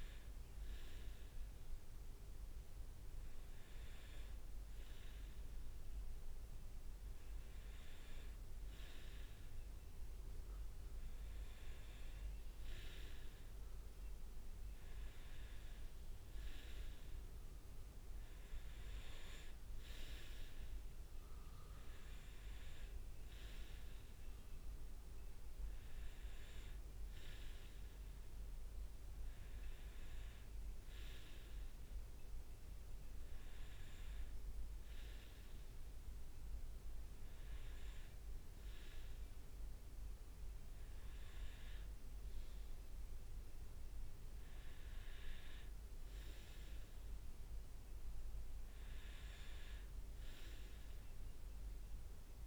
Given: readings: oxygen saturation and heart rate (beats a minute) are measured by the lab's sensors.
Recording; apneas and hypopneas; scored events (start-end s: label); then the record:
breathing in sleep by a room microphone; none
none scored
From the record:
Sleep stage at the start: N2 (light sleep); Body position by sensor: on the right side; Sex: male